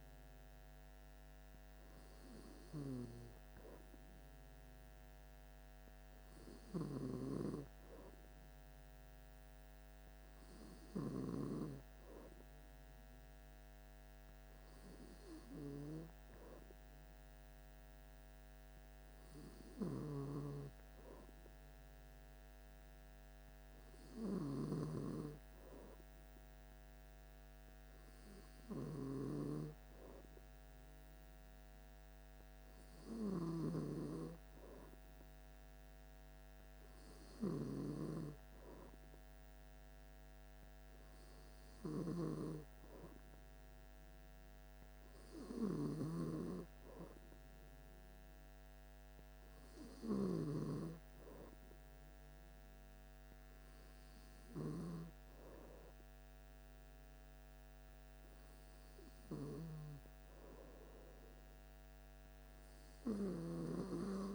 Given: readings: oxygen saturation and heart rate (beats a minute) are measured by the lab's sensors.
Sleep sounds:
breathing in sleep by a microphone on the trachea; none
none scored
From the record:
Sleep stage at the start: N2 (light sleep); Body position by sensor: on the back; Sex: male

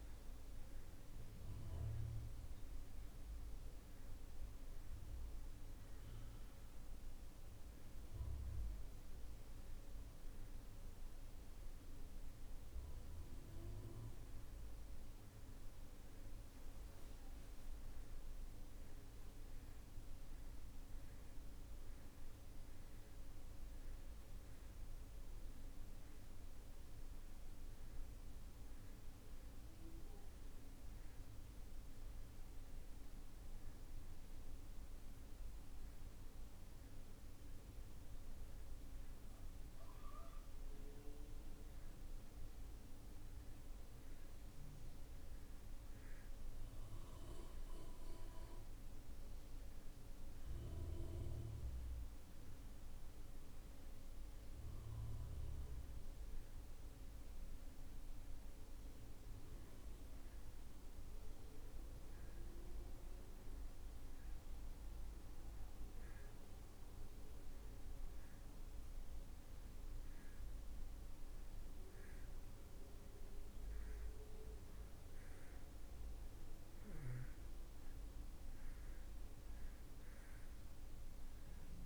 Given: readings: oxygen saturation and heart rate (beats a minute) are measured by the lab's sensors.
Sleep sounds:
breathing in sleep, hard to hear, by a room microphone; none
none scored
From the record:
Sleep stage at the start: N2 (light sleep); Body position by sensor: on the back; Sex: male

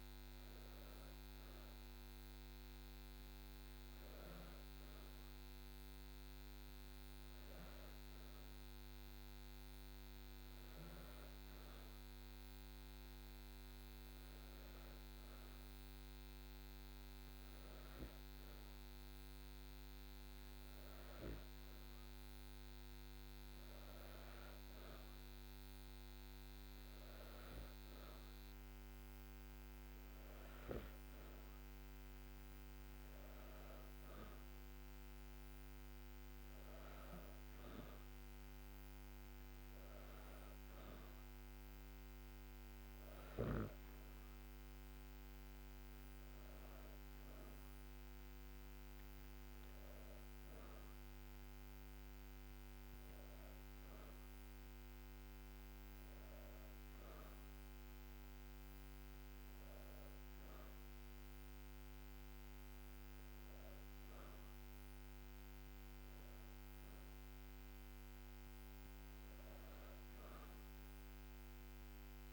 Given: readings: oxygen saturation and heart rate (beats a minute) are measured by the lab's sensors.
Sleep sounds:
breathing in sleep, hard to hear, by a microphone on the trachea; none
none scored
From the record:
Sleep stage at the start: N2 (light sleep); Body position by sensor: on the back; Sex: female

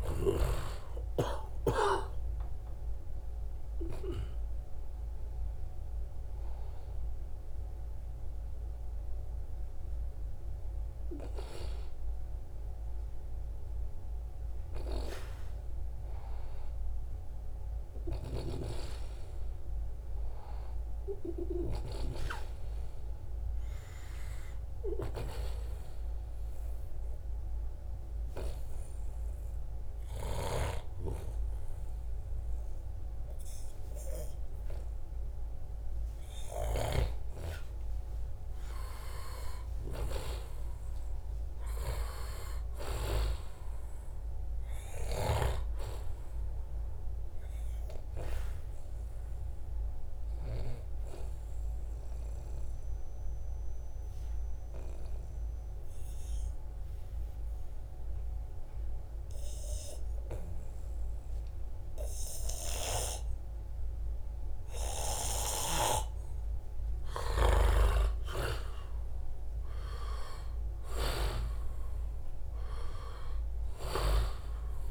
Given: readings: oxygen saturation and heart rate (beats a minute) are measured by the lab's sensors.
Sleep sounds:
breathing in sleep by a room microphone; 2
4.00-16.00 s: oxygen desaturation (device-marked, oxygen 96% before, 91% lowest, heart rate 77 before, 78 extreme)
17.00-20.00 s: arousal
22.50-36.00 s: hypopnea (oxygen 96% before, 89% lowest, heart rate 81 before, 76 extreme, up 0 after)
38.00-42.50 s: arousal
47.00-58.00 s: oxygen desaturation (device-marked, oxygen 95% before, 91% lowest, heart rate 79 before, 74 extreme)
51.50-65.00 s: obstructive apnea (oxygen 95% before, 87% lowest, heart rate 79 before, 74 extreme, up 1 after)
66.50-71.00 s: arousal
From the record:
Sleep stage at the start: N2 (light sleep); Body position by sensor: on the back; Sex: male

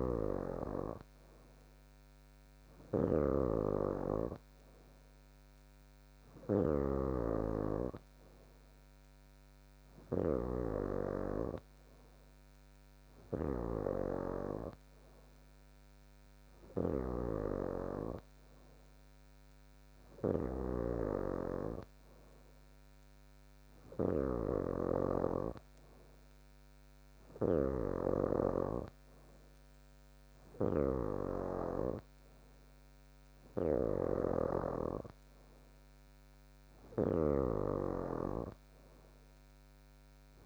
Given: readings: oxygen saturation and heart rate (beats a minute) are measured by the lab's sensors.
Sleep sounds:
breathing in sleep by a microphone on the trachea; none
0.00-17.50 s: snoring (device-marked)
24.00-40.46 s: snoring (device-marked)
From the record:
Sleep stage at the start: N3 (deep sleep); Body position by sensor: on the back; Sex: female

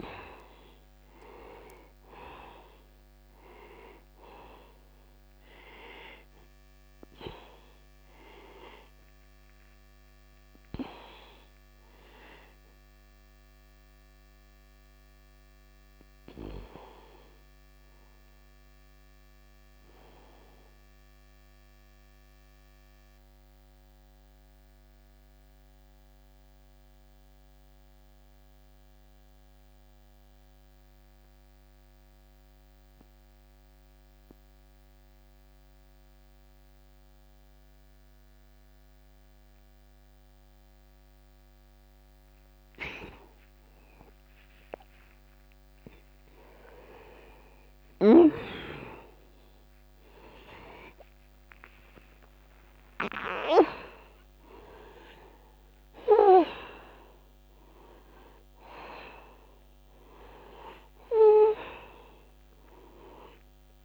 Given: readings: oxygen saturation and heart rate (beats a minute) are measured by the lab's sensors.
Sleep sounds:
breathing in sleep by a microphone on the trachea; 1
0.00-31.00 s: oxygen desaturation (device-marked, oxygen 86% lowest, heart rate 61 extreme)
23.00-44.50 s: mixed apnea (oxygen 95% before, 87% lowest, heart rate 62 before, 53 extreme, up 0 after)
45.50-50.00 s: arousal
53.00-63.85 s: oxygen desaturation (device-marked, oxygen 97% before, 87% lowest, heart rate 62 before, 53 extreme)
From the record:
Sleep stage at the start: N2 (light sleep); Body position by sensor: on the back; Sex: male

